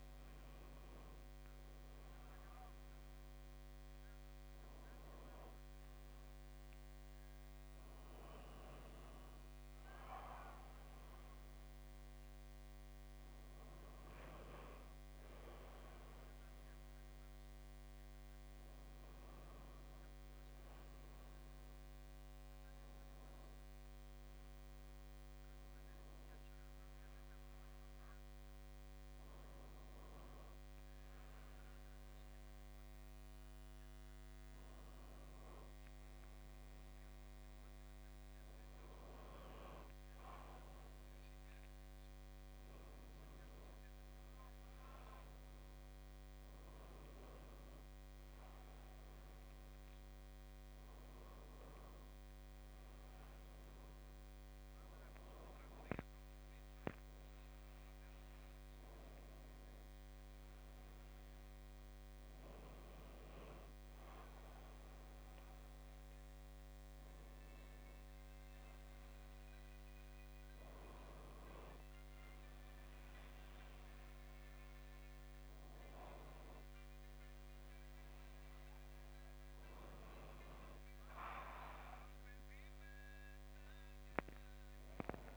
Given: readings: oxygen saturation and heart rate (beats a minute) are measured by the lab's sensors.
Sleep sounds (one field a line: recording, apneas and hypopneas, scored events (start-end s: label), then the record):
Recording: breathing in sleep by a microphone on the trachea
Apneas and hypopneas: 1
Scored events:
16.00-18.50 s: arousal
21.00-34.00 s: hypopnea (oxygen 97% before, 95% lowest, heart rate 66 before, 65 extreme, up 0 after)
36.50-40.00 s: arousal
From the record:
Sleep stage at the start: N2 (light sleep)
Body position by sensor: on the back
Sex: male